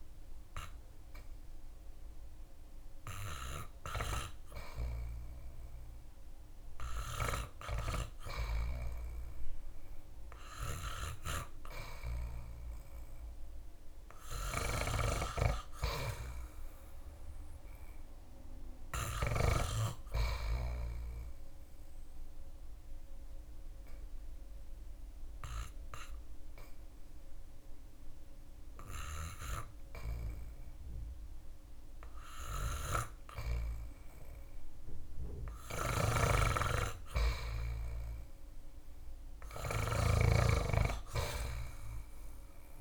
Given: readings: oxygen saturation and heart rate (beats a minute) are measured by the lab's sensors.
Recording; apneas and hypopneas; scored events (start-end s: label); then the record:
breathing in sleep by a room microphone; 1
0.00-16.50 s: oxygen desaturation (device-marked, oxygen 84% lowest)
20.00-33.00 s: obstructive apnea (oxygen 96% before, 92% lowest)
35.00-39.00 s: arousal
35.00-42.81 s: snoring (device-marked)
From the record:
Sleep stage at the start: REM sleep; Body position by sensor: on the back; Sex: male